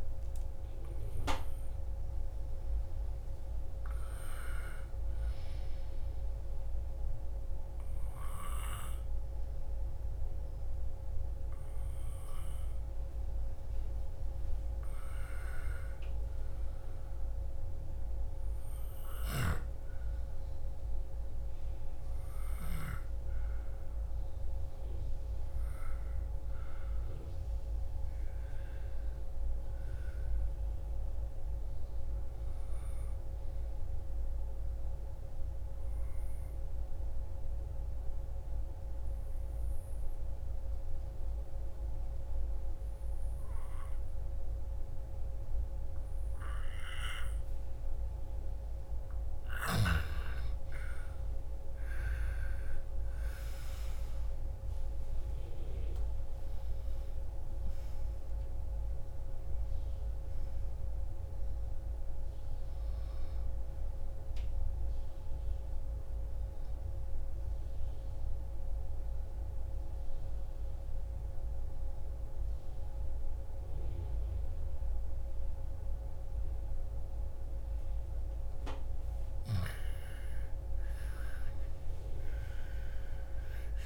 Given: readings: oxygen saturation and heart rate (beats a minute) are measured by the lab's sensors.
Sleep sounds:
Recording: breathing in sleep, hard to hear, by a room microphone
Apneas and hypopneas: 3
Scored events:
0.00-10.00 s: oxygen desaturation (device-marked, oxygen 87% lowest)
6.50-16.50 s: obstructive apnea (oxygen 98% before, 87% lowest, heart rate 68 before, 30 extreme, up 39 after)
21.50-26.50 s: arousal
35.00-48.00 s: obstructive apnea (oxygen 98% before, 87% lowest)
53.00-59.00 s: arousal
57.00-79.00 s: oxygen desaturation (device-marked, oxygen 97% before, 87% lowest)
65.00-78.50 s: obstructive apnea (oxygen 97% before, 86% lowest)
81.50-83.86 s: arousal
From the record:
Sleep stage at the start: N2 (light sleep)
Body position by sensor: on the back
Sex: female

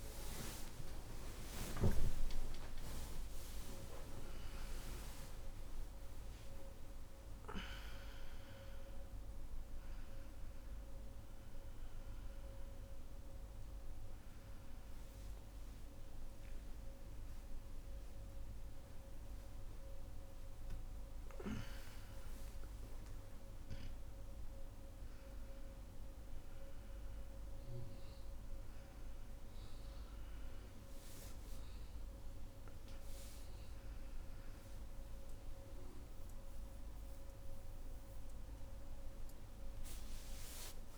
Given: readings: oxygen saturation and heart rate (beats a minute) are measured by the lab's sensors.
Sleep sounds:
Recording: a person partly awake in a sleep study, by a room microphone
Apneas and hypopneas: none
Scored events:
2.00-4.00 s: long interval between heartbeats (device-marked, heart rate 75 before, 105 extreme)
12.50-40.98 s: new sleep stage, N1 (lightest sleep)
21.50-23.50 s: long interval between heartbeats (device-marked, heart rate 87 before, 81 extreme)
30.50-32.50 s: long interval between heartbeats (device-marked, heart rate 77 before, 79 extreme)
From the record:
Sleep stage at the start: awake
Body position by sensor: on the back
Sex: female

